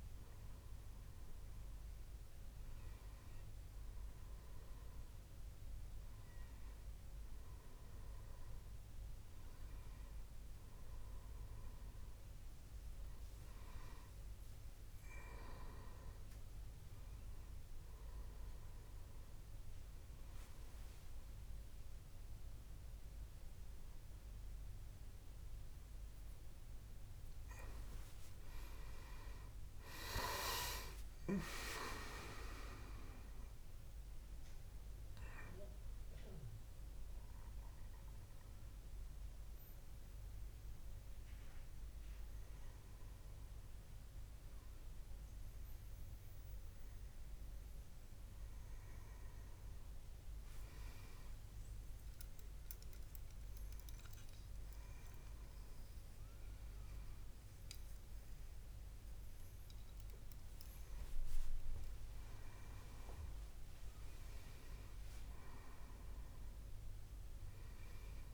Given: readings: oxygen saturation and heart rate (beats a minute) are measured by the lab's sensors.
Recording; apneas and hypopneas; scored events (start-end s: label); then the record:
a person awake in a sleep study, by a room microphone; none
none scored
From the record:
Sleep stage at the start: awake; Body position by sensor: on the back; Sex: male